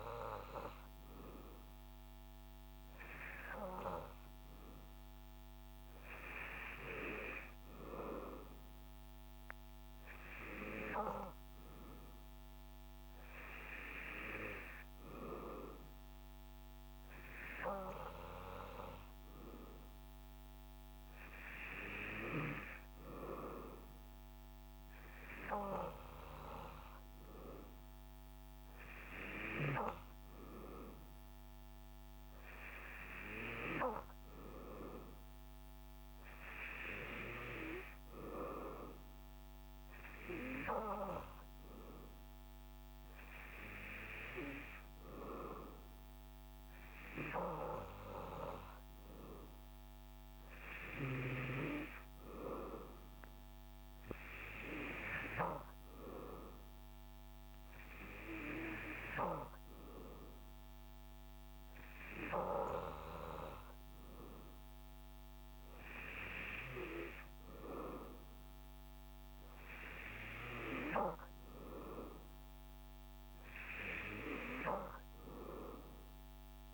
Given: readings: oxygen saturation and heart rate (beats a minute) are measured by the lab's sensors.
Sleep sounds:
breathing in sleep by a microphone on the trachea; none
none scored
From the record:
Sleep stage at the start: N2 (light sleep); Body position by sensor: on the back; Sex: male

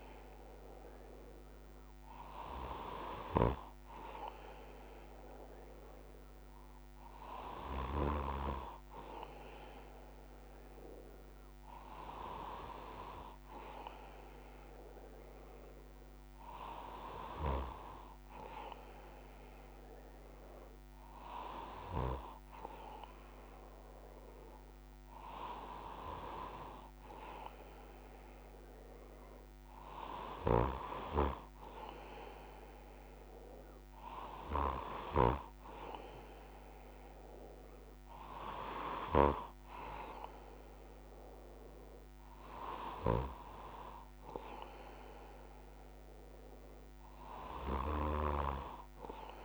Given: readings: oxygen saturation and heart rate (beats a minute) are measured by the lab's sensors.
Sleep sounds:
breathing in sleep by a microphone on the trachea; none
none scored
From the record:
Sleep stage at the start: N2 (light sleep); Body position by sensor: on the left side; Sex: male

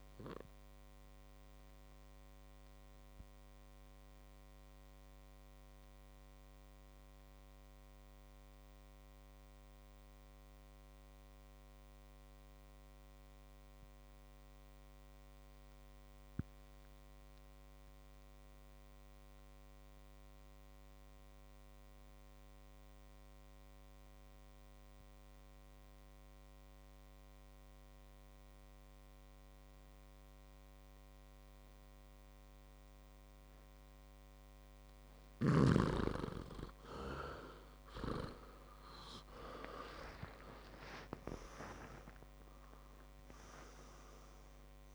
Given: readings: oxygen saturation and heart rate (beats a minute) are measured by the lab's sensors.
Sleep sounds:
breathing in sleep by a microphone on the trachea; 1
0.00-17.00 s: oxygen desaturation (device-marked, oxygen 87% lowest, heart rate 56 extreme)
1.50-34.50 s: obstructive apnea (oxygen 100% before, 86% lowest, heart rate 65 before, 52 extreme, up 40 after)
31.00-44.95 s: oxygen desaturation (device-marked, oxygen 99% before, 86% lowest, heart rate 59 before, 52 extreme)
39.50-44.50 s: arousal
From the record:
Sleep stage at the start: N2 (light sleep); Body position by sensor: on the back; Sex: male

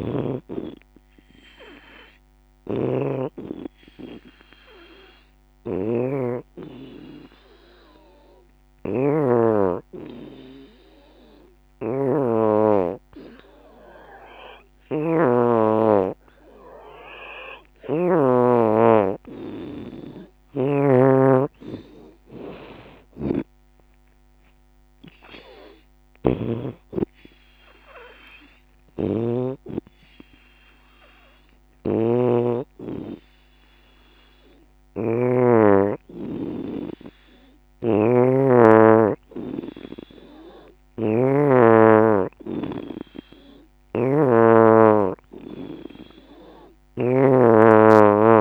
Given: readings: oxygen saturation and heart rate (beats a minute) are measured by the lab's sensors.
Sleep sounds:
breathing in sleep by a microphone on the trachea; 1
4.00-18.00 s: hypopnea (oxygen 88% before, 82% lowest, heart rate 83 before, 68 extreme, up 22 after)
19.50-24.00 s: arousal
20.50-30.50 s: drop in pulse transit time (device-marked, heart rate 78 before, 83 extreme)
20.50-40.50 s: oxygen desaturation (device-marked, oxygen 90% before, 82% lowest, heart rate 78 before, 73 extreme)
42.50-48.41 s: oxygen desaturation (device-marked, oxygen 92% before, 82% lowest, heart rate 81 before, 68 extreme)
47.00-48.41 s: arousal
From the record:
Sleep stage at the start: N2 (light sleep); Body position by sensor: on the back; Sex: female

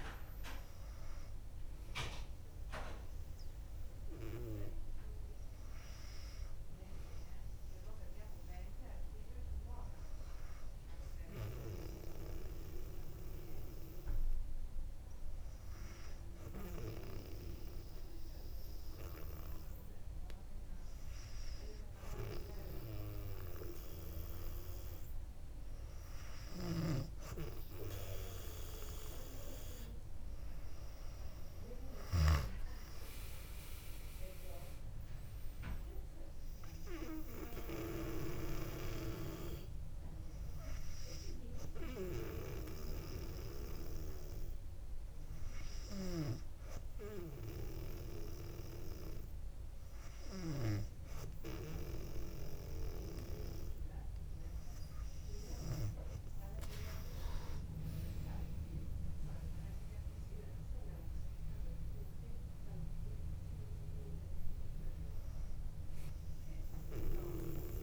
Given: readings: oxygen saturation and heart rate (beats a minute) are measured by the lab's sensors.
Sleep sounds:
breathing in sleep by a room microphone; 2
10.50-25.50 s: hypopnea (oxygen 98% before, 97% lowest, heart rate 63 before, 59 extreme, up 5 after)
26.50-32.50 s: snoring (device-marked)
32.50-36.50 s: arousal
35.50-46.50 s: drop in pulse transit time (device-marked, heart rate 62 before, 59 extreme)
39.50-54.00 s: hypopnea (oxygen 98% before, 97% lowest, heart rate 63 before, 58 extreme, up 5 after)
58.00-62.00 s: arousal
From the record:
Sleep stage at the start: N2 (light sleep); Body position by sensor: on the back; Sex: female

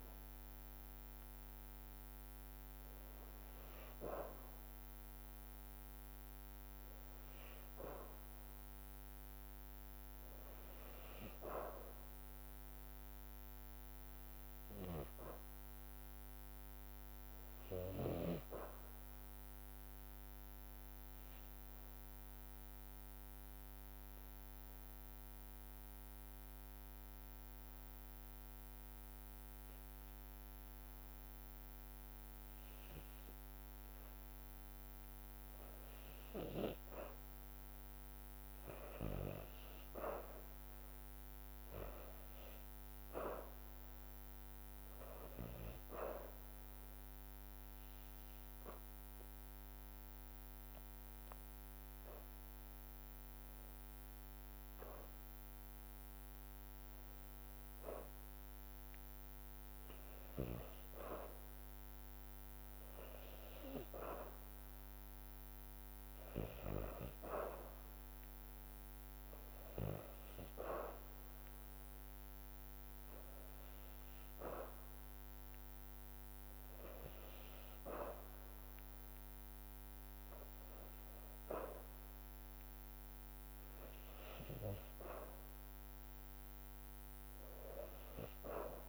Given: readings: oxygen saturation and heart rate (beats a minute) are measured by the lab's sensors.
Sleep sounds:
breathing in sleep by a microphone on the trachea; 2
12.00-16.00 s: arousal
19.50-35.00 s: obstructive apnea (oxygen 99% before, 79% lowest, heart rate 56 before, 54 extreme, up 4 after)
20.50-70.50 s: oxygen desaturation (device-marked, oxygen 98% before, 79% lowest, heart rate 56 before, 54 extreme)
26.50-38.50 s: drop in pulse transit time (device-marked, heart rate 56 before, 54 extreme)
36.50-40.00 s: arousal
47.00-58.50 s: hypopnea (oxygen 97% before, 79% lowest, heart rate 56 before, 56 extreme, up 0 after)
53.50-67.50 s: drop in pulse transit time (device-marked, heart rate 58 before, 56 extreme)
61.00-64.50 s: arousal
72.50-84.50 s: oxygen desaturation (device-marked, oxygen 91% before, 86% lowest, heart rate 57 before, 59 extreme)
From the record:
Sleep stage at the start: N2 (light sleep); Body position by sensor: on the back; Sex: female

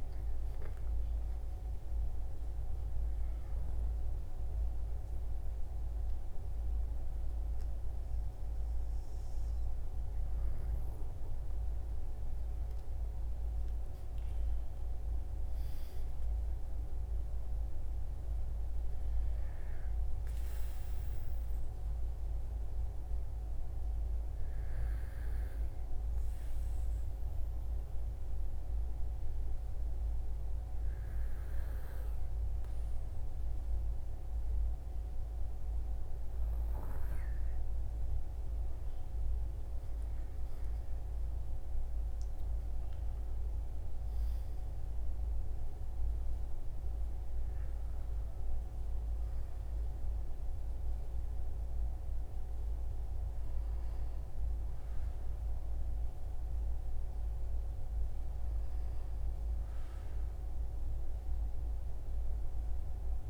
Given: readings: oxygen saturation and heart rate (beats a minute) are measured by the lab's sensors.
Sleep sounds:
breathing in sleep, hard to hear, by a room microphone; none
40.00-44.00 s: arousal
From the record:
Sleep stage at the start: N2 (light sleep); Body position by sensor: on the right side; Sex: male

